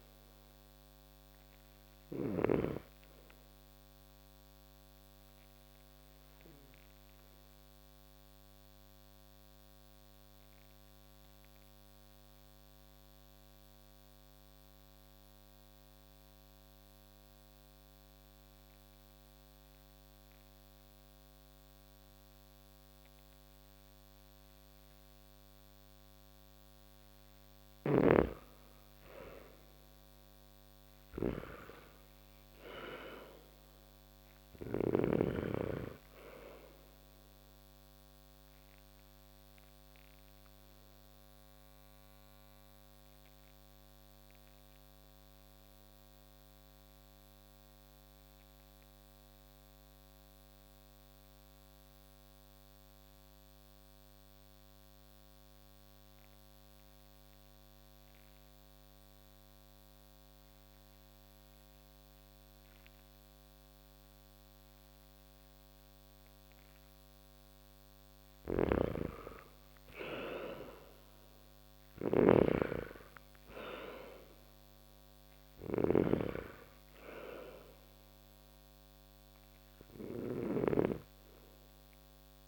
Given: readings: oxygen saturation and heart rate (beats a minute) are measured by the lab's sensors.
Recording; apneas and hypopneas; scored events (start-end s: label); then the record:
breathing in sleep by a microphone on the trachea; 2
0.00-2.00 s: snoring (device-marked)
0.00-18.50 s: oxygen desaturation (device-marked, oxygen 83% lowest)
0.50-26.00 s: obstructive apnea (oxygen 98% before, 83% lowest)
27.00-34.50 s: snoring (device-marked)
28.00-30.50 s: arousal
28.50-54.50 s: oxygen desaturation (device-marked, oxygen 97% before, 83% lowest)
39.50-66.50 s: obstructive apnea (oxygen 97% before, 80% lowest)
67.50-82.48 s: oxygen desaturation (device-marked, oxygen 97% before, 80% lowest)
68.00-80.00 s: snoring (device-marked)
73.50-78.00 s: arousal
From the record:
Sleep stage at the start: N2 (light sleep); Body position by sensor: on the back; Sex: male